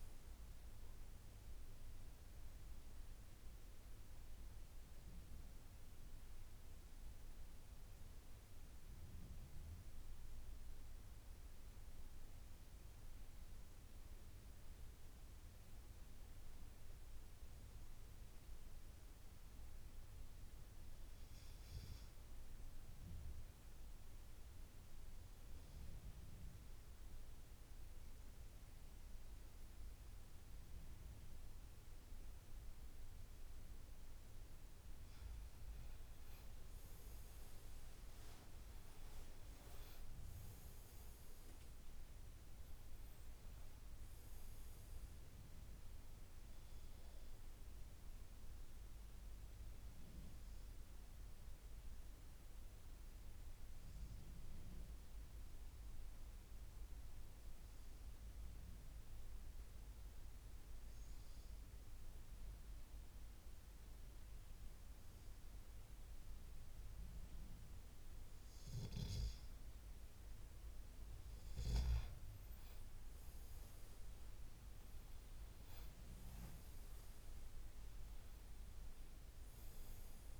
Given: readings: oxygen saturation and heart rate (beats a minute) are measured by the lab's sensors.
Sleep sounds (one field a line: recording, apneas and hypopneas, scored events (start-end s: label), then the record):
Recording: breathing in sleep, hard to hear, by a room microphone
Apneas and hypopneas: 2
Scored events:
0.00-13.50 s: oxygen desaturation (device-marked, oxygen 91% lowest, heart rate 64 extreme)
15.00-18.00 s: arousal
19.50-35.00 s: obstructive apnea (oxygen 98% before, 92% lowest, heart rate 72 before, 67 extreme, up 10 after)
28.50-49.50 s: oxygen desaturation (device-marked, oxygen 98% before, 93% lowest, heart rate 71 before, 67 extreme)
37.50-42.00 s: arousal
48.50-70.50 s: obstructive apnea (oxygen 98% before, 92% lowest, heart rate 78 before, 68 extreme, up 12 after)
73.00-77.50 s: arousal
74.50-80.40 s: oxygen desaturation (device-marked, oxygen 97% before, 92% lowest, heart rate 73 before, 69 extreme)
From the record:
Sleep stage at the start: N2 (light sleep)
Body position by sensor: on the left side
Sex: male